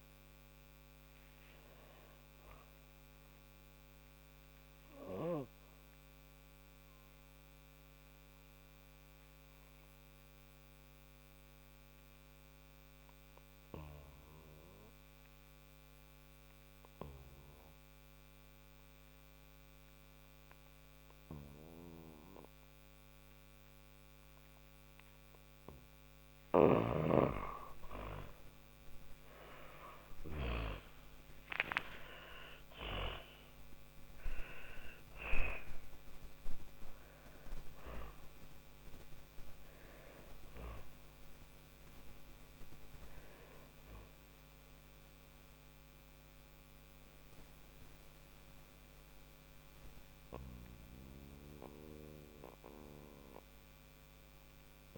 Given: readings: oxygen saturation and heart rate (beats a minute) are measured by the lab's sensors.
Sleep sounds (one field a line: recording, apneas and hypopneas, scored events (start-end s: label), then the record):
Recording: breathing in sleep by a microphone on the trachea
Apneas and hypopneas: 1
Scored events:
0.00-4.00 s: oxygen desaturation (device-marked, oxygen 96% lowest, heart rate 48 extreme)
1.00-54.98 s: new sleep stage, N2 (light sleep)
2.00-22.50 s: hypopnea (oxygen 100% before, 91% lowest, heart rate 64 before, 48 extreme, up 30 after)
19.00-49.00 s: oxygen desaturation (device-marked, oxygen 98% before, 91% lowest, heart rate 59 before, 46 extreme)
25.50-29.50 s: arousal
From the record:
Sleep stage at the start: N1 (lightest sleep)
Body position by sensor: on the back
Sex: female